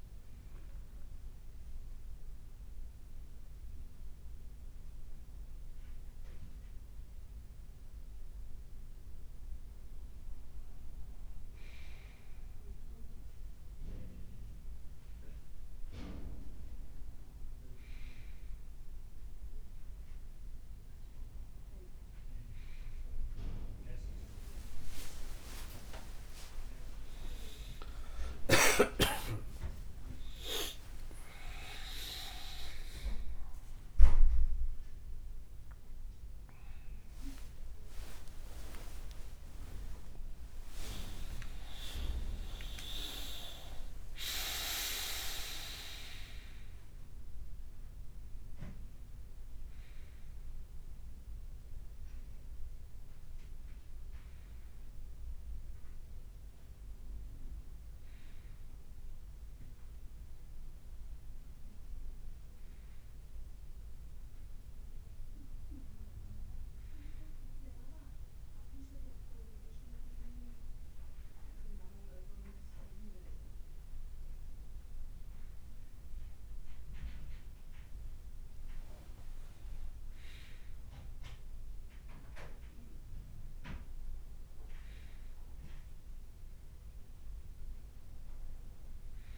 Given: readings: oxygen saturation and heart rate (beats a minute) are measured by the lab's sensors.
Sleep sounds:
a person awake in a sleep study, by a room microphone; 1
2.00-8.00 s: oxygen desaturation (device-marked, oxygen 100% before, 95% lowest, heart rate 87 before, 58 extreme)
23.50-28.50 s: leg movement (device-marked)
25.00-27.00 s: long interval between heartbeats (device-marked, heart rate 60 before, 86 extreme)
25.00-29.00 s: tachycardia (device-marked, heart rate 67 before, 107 extreme)
28.00-30.00 s: long interval between heartbeats (device-marked, heart rate 64 before, 107 extreme)
29.00-31.00 s: leg movement (device-marked)
31.00-33.00 s: long interval between heartbeats (device-marked, heart rate 72 before, 100 extreme)
36.50-45.00 s: leg movement (device-marked)
38.50-40.50 s: long interval between heartbeats (device-marked, heart rate 82 before, 79 extreme)
53.00-83.00 s: new sleep stage, N1 (lightest sleep)
64.00-77.00 s: hypopnea (oxygen 97% before, 91% lowest, heart rate 60 before, 58 extreme, up 1 after)
77.00-83.50 s: leg movement (device-marked)
80.00-84.00 s: arousal
83.00-89.38 s: new sleep stage, N2 (light sleep)
From the record:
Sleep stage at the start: awake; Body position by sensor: on the right side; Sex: male

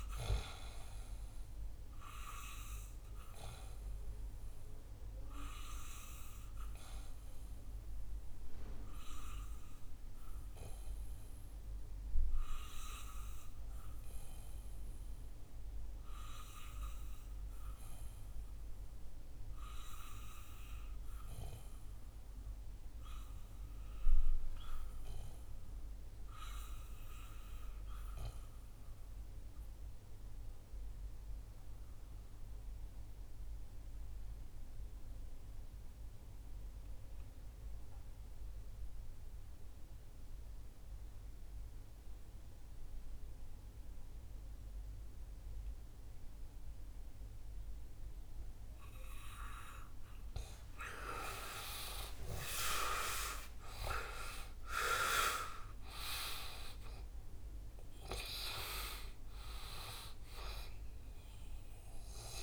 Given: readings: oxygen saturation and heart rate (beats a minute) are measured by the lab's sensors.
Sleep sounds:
breathing in sleep by a room microphone; 1
3.00-49.50 s: obstructive apnea (oxygen 99% before, 79% lowest, heart rate 64 before, 53 extreme, up 26 after)
11.50-19.50 s: oxygen desaturation (device-marked, oxygen 95% before, 92% lowest, heart rate 64 before, 53 extreme)
32.50-62.43 s: oxygen desaturation (device-marked, oxygen 96% before, 79% lowest, heart rate 64 before, 53 extreme)
51.50-56.50 s: arousal
From the record:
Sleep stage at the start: N2 (light sleep); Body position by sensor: on the back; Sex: male

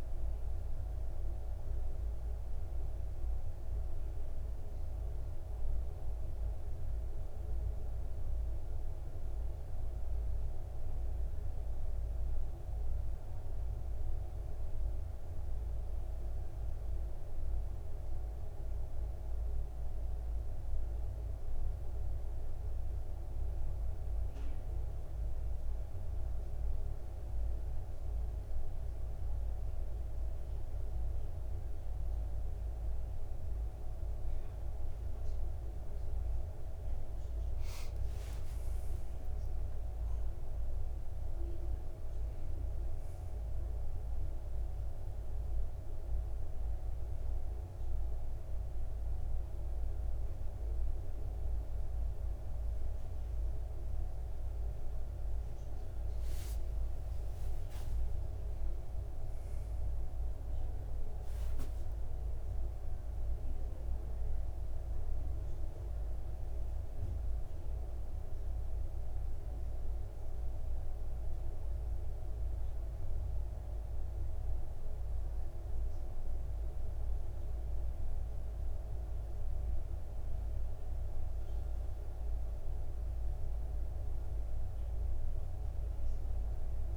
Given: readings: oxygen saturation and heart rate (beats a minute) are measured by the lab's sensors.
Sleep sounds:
breathing in sleep, hard to hear, by a room microphone; none
39.00-41.00 s: long interval between heartbeats (device-marked, heart rate 59 before, 69 extreme)
39.00-43.00 s: arousal
From the record:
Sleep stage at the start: N2 (light sleep); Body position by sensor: on the back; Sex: male

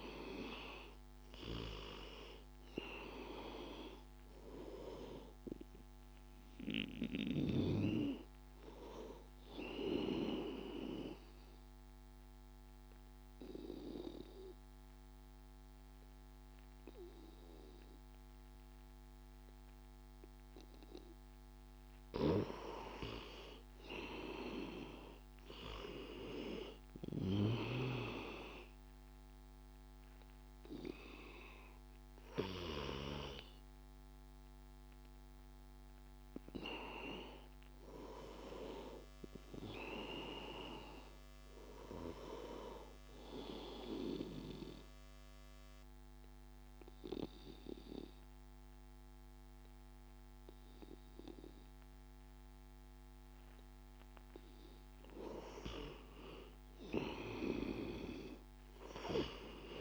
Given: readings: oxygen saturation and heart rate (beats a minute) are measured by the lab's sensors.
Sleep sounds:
breathing in sleep by a microphone on the trachea; 2
2.50-19.50 s: oxygen desaturation (device-marked, oxygen 97% before, 92% lowest, heart rate 82 before, 75 extreme)
10.50-21.50 s: obstructive apnea (oxygen 97% before, 93% lowest, heart rate 84 before, 75 extreme, up 10 after)
23.00-27.50 s: arousal
27.50-42.50 s: oxygen desaturation (device-marked, oxygen 98% before, 93% lowest, heart rate 80 before, 72 extreme)
30.00-35.00 s: arousal
44.00-55.00 s: obstructive apnea (oxygen 98% before, 92% lowest, heart rate 83 before, 72 extreme, up 15 after)
56.50-59.81 s: arousal
From the record:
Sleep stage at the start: N2 (light sleep); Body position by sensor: on the back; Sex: male

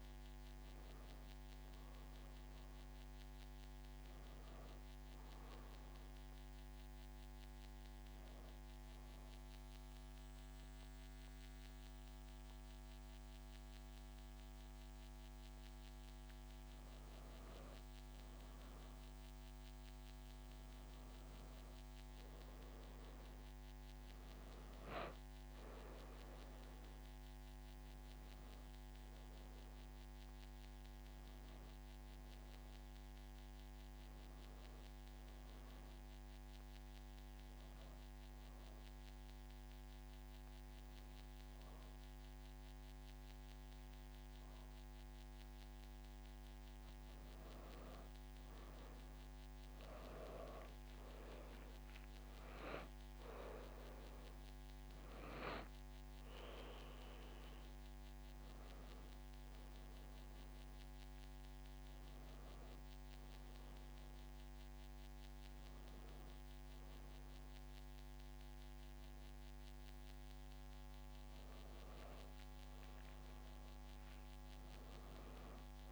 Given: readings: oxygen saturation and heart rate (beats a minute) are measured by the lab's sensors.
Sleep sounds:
breathing in sleep, hard to hear, by a microphone on the trachea; 1
26.00-35.00 s: oxygen desaturation (device-marked, oxygen 97% before, 93% lowest)
37.50-48.50 s: obstructive apnea (oxygen 98% before, 91% lowest)
56.00-73.00 s: oxygen desaturation (device-marked, oxygen 96% before, 91% lowest)
66.00-75.92 s: new sleep stage, awake
From the record:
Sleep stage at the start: N2 (light sleep); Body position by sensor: on the back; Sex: female

